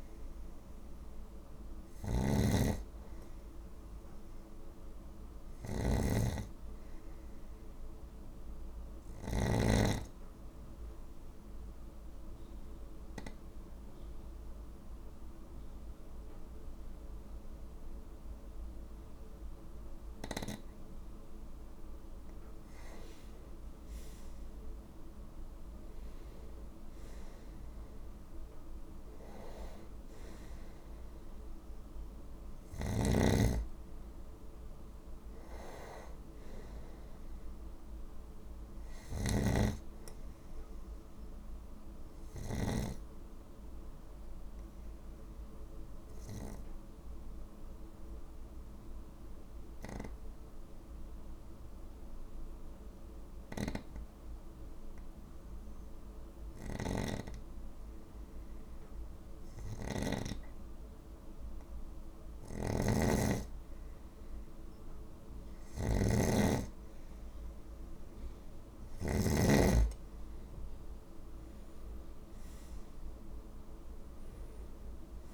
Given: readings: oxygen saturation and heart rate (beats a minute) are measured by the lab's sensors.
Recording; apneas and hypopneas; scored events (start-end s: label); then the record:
breathing in sleep by a room microphone; 2
0.00-4.00 s: oxygen desaturation (device-marked, oxygen 96% lowest, heart rate 50 extreme)
0.00-9.50 s: snoring (device-marked)
10.00-23.00 s: obstructive apnea (oxygen 100% before, 94% lowest, heart rate 55 before, 49 extreme, up 5 after)
12.00-23.00 s: oxygen desaturation (device-marked, oxygen 97% before, 94% lowest, heart rate 54 before, 49 extreme)
27.00-31.00 s: arousal
39.00-42.50 s: snoring (device-marked)
41.50-62.00 s: obstructive apnea (oxygen 97% before, 95% lowest, heart rate 54 before, 47 extreme, up 2 after)
56.50-69.00 s: snoring (device-marked)
64.50-68.00 s: arousal
From the record:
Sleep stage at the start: N2 (light sleep); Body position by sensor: on the right side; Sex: male